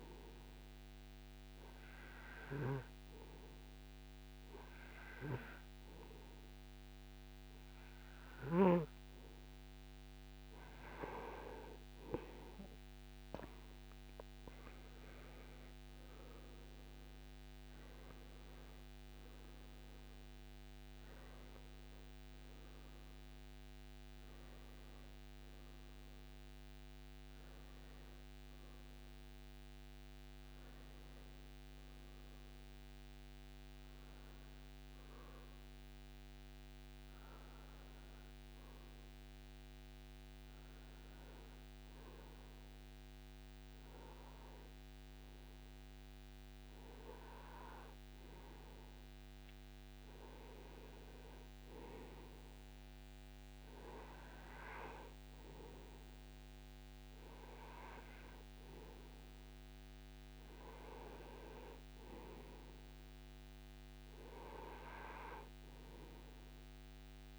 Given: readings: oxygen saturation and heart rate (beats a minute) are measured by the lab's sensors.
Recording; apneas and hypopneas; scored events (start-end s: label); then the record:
breathing in sleep by a microphone on the trachea; none
16.50-21.50 s: arousal
From the record:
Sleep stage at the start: N2 (light sleep); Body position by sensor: on the right side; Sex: male